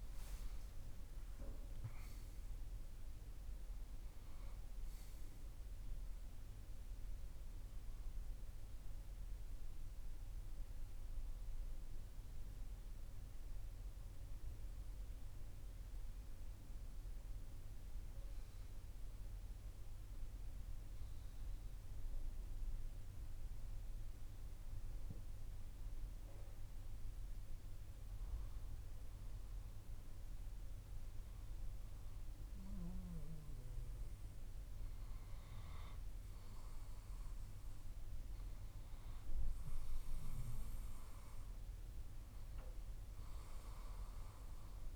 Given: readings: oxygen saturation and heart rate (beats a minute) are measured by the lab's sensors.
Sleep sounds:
breathing in sleep, hard to hear, by a room microphone; 1
8.00-32.50 s: hypopnea (oxygen 96% before, 95% lowest, heart rate 73 before, 58 extreme, up 1 after)
34.00-38.00 s: arousal
From the record:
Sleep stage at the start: N2 (light sleep); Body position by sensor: on the back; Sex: male

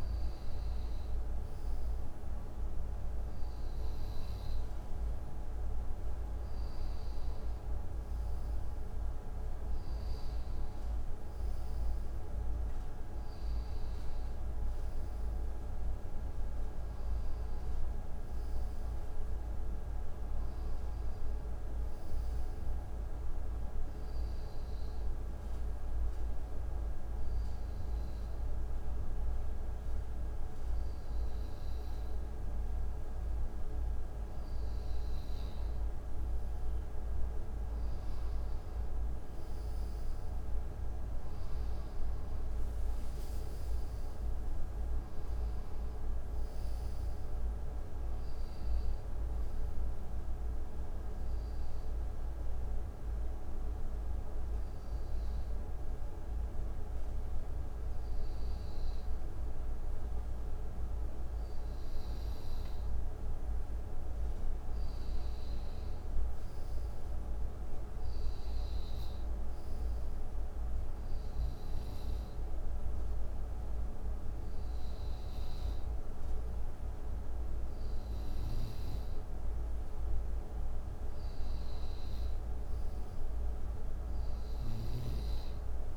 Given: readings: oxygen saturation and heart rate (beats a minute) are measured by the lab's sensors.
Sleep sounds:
breathing in sleep, hard to hear, by a room microphone; 2
17.00-21.50 s: arousal
25.00-36.50 s: hypopnea (oxygen 92% before, 90% lowest, heart rate 75 before, 66 extreme, up 8 after)
38.50-42.50 s: arousal
51.00-63.00 s: hypopnea (oxygen 93% before, 90% lowest, heart rate 76 before, 68 extreme, up 9 after)
65.00-69.50 s: arousal
66.00-80.00 s: oxygen desaturation (device-marked, oxygen 94% before, 90% lowest, heart rate 71 before, 65 extreme)
78.50-85.00 s: snoring (device-marked)
From the record:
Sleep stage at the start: N2 (light sleep); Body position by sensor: on the right side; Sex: male

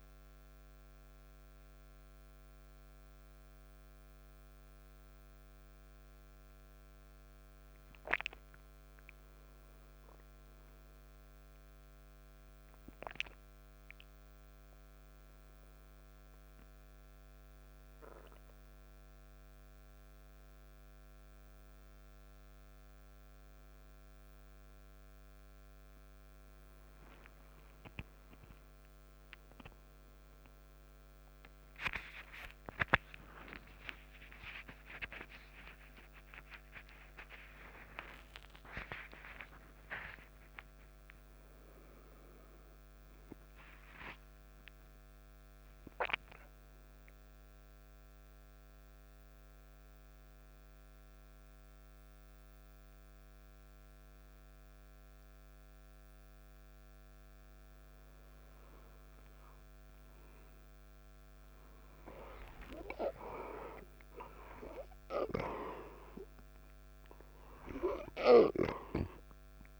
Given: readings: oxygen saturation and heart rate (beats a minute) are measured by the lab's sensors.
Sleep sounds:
a person awake in a sleep study, by a microphone on the trachea; none
none scored
From the record:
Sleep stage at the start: awake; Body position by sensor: on the back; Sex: male

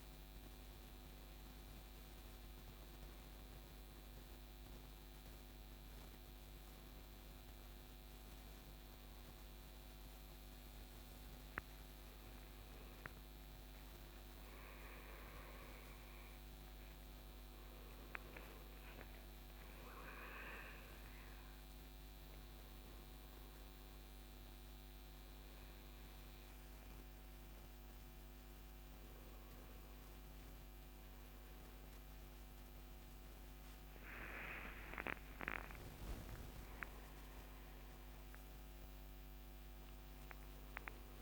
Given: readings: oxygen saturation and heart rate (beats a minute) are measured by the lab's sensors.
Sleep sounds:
a person awake in a sleep study, by a microphone on the trachea; none
none scored
From the record:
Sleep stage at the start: awake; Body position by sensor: on the right side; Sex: male

